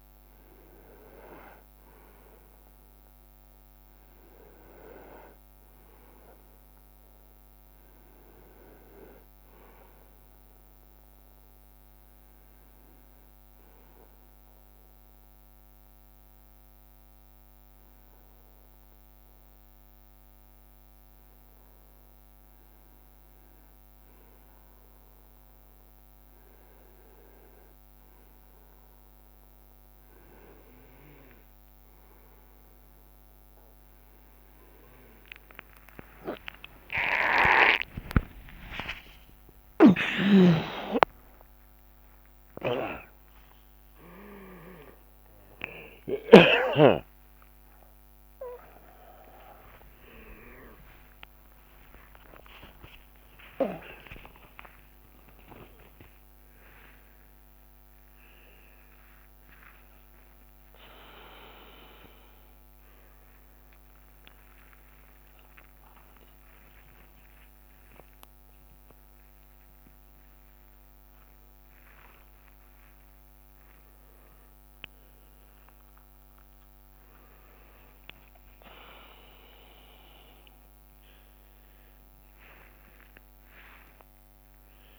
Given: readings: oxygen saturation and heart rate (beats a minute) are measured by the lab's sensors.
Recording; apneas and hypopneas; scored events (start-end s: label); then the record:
a person awake in a sleep study, by a microphone on the trachea; none
30.00-33.00 s: leg movement (device-marked)
35.50-84.99 s: new sleep stage, awake
From the record:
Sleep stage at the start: N2 (light sleep); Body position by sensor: on the right side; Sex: male